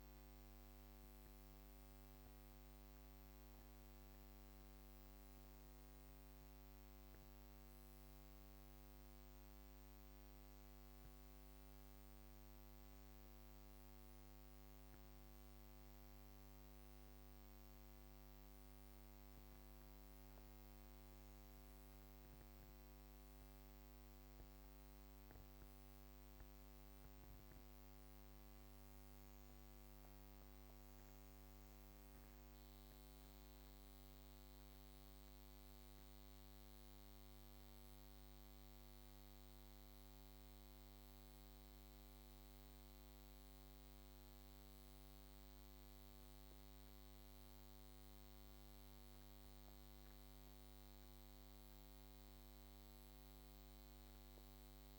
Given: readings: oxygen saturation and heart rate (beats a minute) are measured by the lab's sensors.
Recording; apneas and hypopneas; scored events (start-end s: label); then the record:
breathing in sleep, hard to hear, by a microphone on the trachea; none
none scored
From the record:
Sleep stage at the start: N2 (light sleep); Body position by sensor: on the back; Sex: female